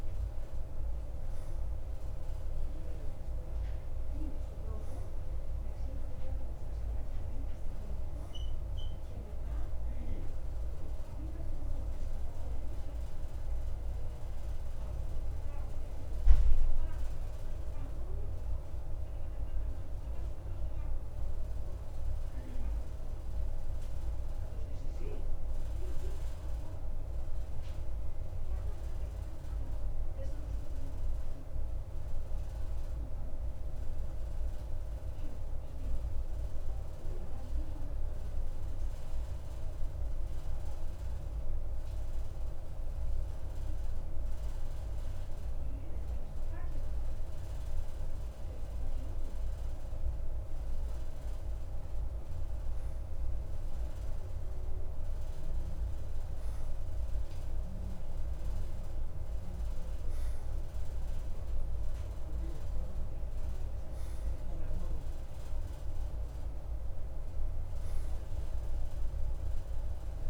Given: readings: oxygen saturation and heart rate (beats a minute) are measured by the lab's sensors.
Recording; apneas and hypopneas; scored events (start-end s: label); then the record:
breathing in sleep, hard to hear, by a room microphone; 1
24.50-46.50 s: obstructive apnea (oxygen 94% before, 92% lowest, heart rate 55 before, 53 extreme, up 2 after)
50.50-54.50 s: arousal
From the record:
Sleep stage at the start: N2 (light sleep); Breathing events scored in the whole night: 161 in 3.5 hours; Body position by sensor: on the right side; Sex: male